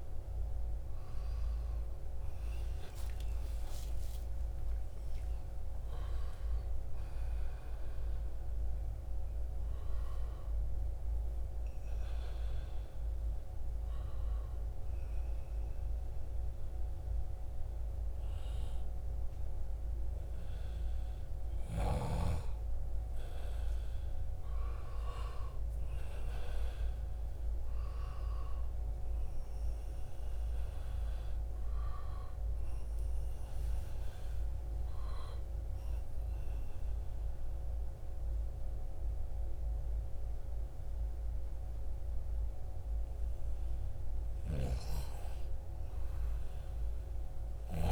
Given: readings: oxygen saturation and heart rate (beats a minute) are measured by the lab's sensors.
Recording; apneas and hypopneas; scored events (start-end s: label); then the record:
breathing in sleep, hard to hear, by a room microphone; none
0.00-2.00 s: oxygen desaturation (device-marked, oxygen 92% lowest, heart rate 84 extreme)
2.00-7.50 s: arousal
31.00-41.00 s: oxygen desaturation (device-marked, oxygen 94% before, 90% lowest, heart rate 87 before, 79 extreme)
46.50-47.92 s: snoring (device-marked)
From the record:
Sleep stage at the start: N1 (lightest sleep); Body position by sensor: on the back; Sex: male